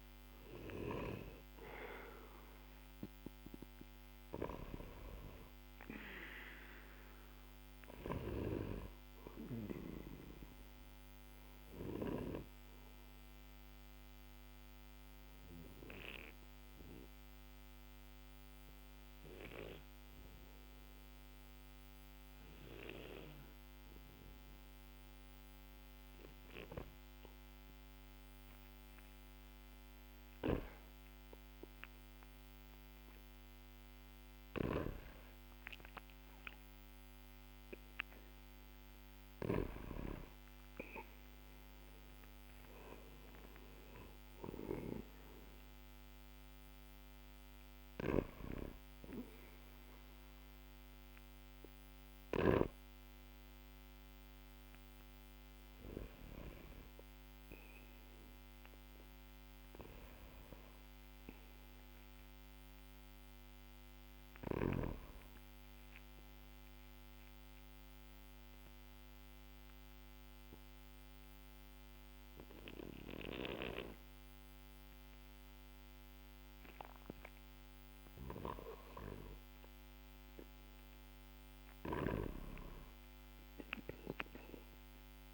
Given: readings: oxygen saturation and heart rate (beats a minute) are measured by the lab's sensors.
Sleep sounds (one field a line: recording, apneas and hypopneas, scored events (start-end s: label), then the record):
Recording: breathing in sleep by a microphone on the trachea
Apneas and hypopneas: 2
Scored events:
0.00-28.50 s: oxygen desaturation (device-marked, oxygen 90% lowest, heart rate 46 extreme)
8.50-29.00 s: obstructive apnea (oxygen 97% before, 90% lowest, heart rate 65 before, 46 extreme, up 24 after)
31.00-34.50 s: arousal
47.50-52.50 s: snoring (device-marked)
61.00-64.00 s: arousal
66.00-78.00 s: obstructive apnea (oxygen 98% before, 93% lowest, heart rate 56 before, 53 extreme, up 11 after)
80.00-83.00 s: arousal
From the record:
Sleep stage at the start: N2 (light sleep)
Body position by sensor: on the back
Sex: male